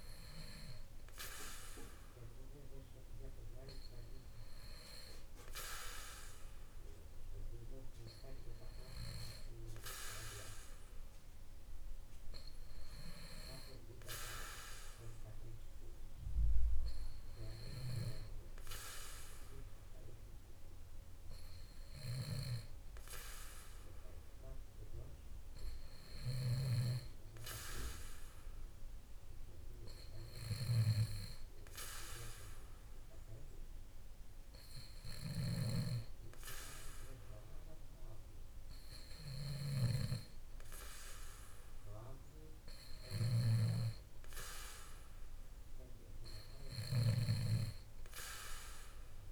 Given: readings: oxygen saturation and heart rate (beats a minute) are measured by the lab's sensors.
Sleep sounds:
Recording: breathing in sleep by a room microphone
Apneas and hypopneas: none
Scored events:
35.50-49.32 s: snoring (device-marked)
From the record:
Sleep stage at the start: N2 (light sleep)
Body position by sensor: on the back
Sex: male

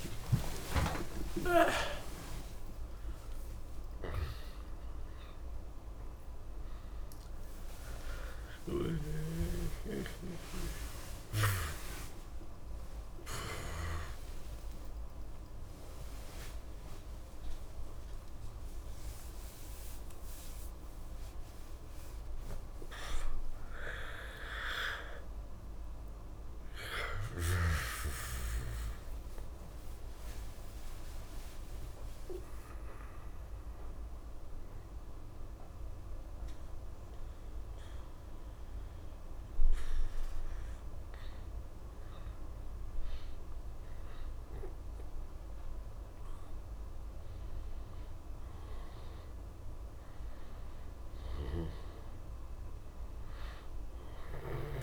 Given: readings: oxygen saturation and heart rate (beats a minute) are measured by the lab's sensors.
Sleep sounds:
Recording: a person awake in a sleep study, by a room microphone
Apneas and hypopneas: none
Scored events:
8.50-14.00 s: snoring (device-marked)
36.50-54.82 s: new sleep stage, N1 (lightest sleep)
51.00-54.50 s: snoring (device-marked)
From the record:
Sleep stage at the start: awake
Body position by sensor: on the back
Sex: male

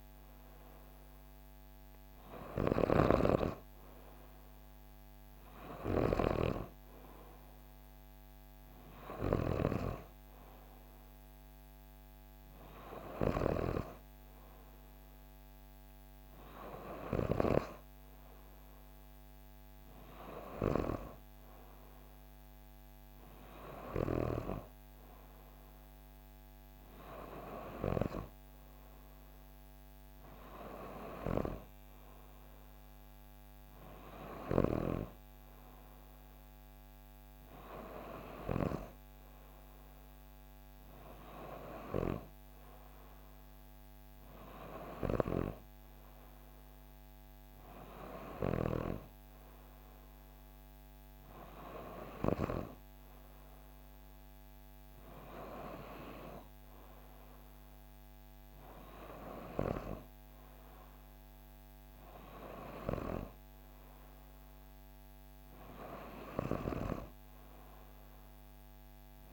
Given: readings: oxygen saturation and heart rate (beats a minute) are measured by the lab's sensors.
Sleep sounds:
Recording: breathing in sleep by a microphone on the trachea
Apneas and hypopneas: none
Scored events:
none scored
From the record:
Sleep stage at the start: N3 (deep sleep)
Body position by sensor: on the back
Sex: female

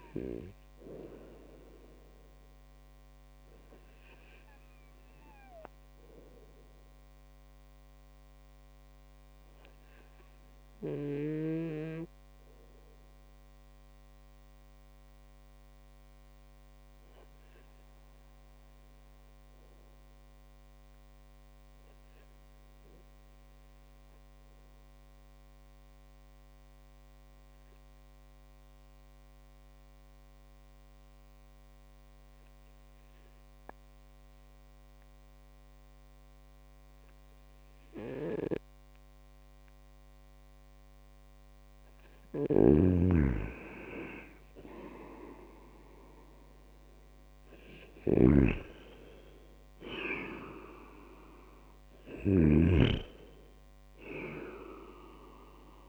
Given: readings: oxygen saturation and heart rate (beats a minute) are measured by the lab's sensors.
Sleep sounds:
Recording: breathing in sleep by a microphone on the trachea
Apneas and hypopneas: 1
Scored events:
7.50-41.00 s: obstructive apnea (oxygen 100% before, 97% lowest, heart rate 70 before, 54 extreme, up 7 after)
41.00-55.89 s: new sleep stage, N2 (light sleep)
42.00-55.89 s: snoring (device-marked)
43.50-49.00 s: arousal
From the record:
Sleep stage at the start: REM sleep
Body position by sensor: on the right side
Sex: male

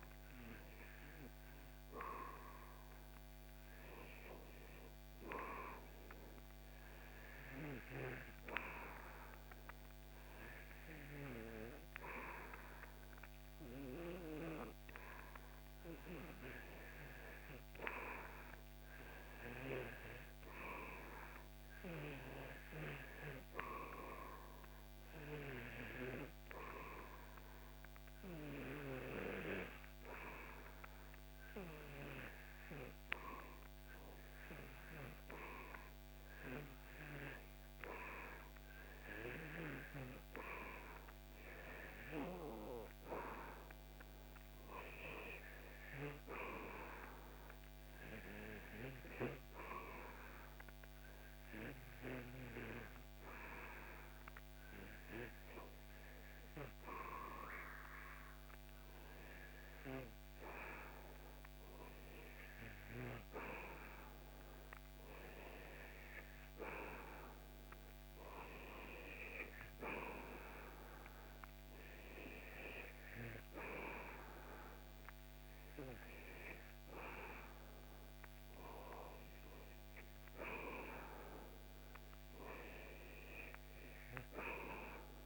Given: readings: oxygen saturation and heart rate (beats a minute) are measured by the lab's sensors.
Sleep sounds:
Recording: breathing in sleep by a microphone on the trachea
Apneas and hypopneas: 2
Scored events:
6.50-17.50 s: hypopnea (oxygen 97% before, 91% lowest, heart rate 79 before, 83 extreme, up 3 after)
20.00-24.00 s: arousal
50.00-60.50 s: hypopnea (oxygen 93% before, 91% lowest, heart rate 87 before, 85 extreme, up 7 after)
63.50-67.50 s: arousal
From the record:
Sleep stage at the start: REM sleep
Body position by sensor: on the back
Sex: male

